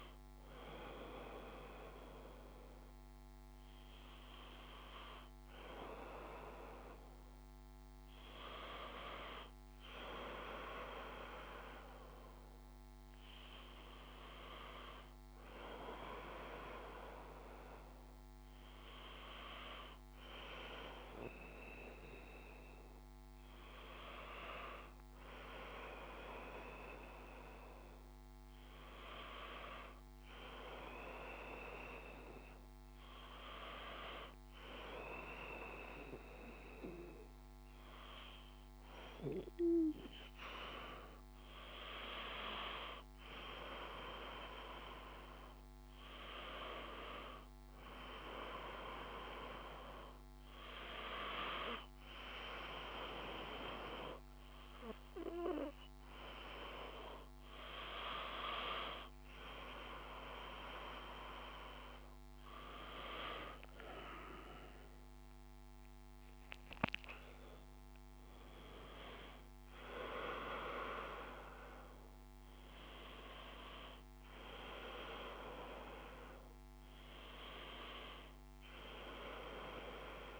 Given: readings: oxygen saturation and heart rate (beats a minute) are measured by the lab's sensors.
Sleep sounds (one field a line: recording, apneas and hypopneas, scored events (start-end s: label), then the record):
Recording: breathing in sleep by a microphone on the trachea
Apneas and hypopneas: none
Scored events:
62.00-66.00 s: arousal
From the record:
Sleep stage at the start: N1 (lightest sleep)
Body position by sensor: on the back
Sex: male